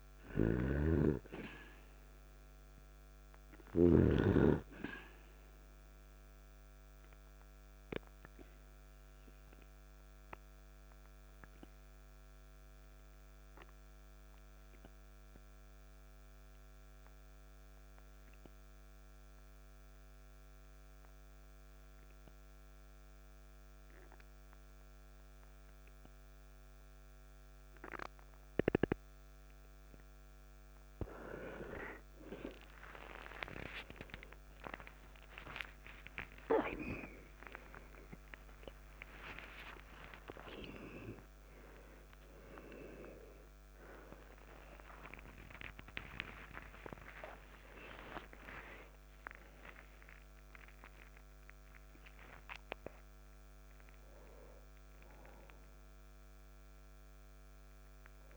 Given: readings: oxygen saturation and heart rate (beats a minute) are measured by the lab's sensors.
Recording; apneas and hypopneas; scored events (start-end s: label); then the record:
a person partly awake in a sleep study, by a microphone on the trachea; 1
0.00-4.00 s: snoring (device-marked)
4.50-26.50 s: oxygen desaturation (device-marked, oxygen 98% before, 93% lowest, heart rate 52 before, 51 extreme)
6.00-30.00 s: obstructive apnea (oxygen 98% before, 92% lowest, heart rate 52 before, 51 extreme)
33.50-39.50 s: tachycardia (device-marked, heart rate 54 before, 131 extreme)
34.50-58.37 s: new sleep stage, awake
35.00-37.00 s: long interval between heartbeats (device-marked, heart rate 53 before, 72 extreme)
37.50-39.50 s: long interval between heartbeats (device-marked, heart rate 59 before, 129 extreme)
38.50-50.50 s: oxygen desaturation (device-marked, oxygen 97% before, 92% lowest, heart rate 62 before, 58 extreme)
44.00-46.00 s: long interval between heartbeats (device-marked, heart rate 79 before, 70 extreme)
From the record:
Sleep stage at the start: N2 (light sleep); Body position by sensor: on the back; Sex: male